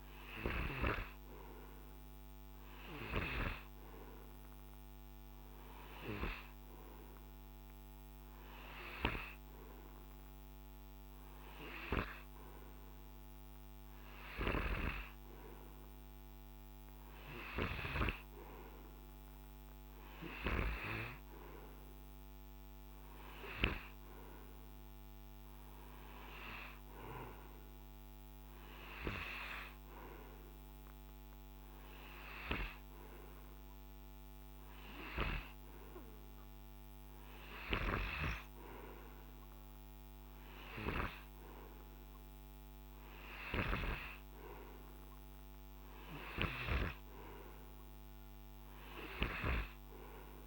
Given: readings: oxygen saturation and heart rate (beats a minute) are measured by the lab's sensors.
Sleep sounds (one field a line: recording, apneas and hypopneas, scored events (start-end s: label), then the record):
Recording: breathing in sleep by a microphone on the trachea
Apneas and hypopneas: none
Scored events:
none scored
From the record:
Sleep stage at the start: N2 (light sleep)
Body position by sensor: on the right side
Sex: male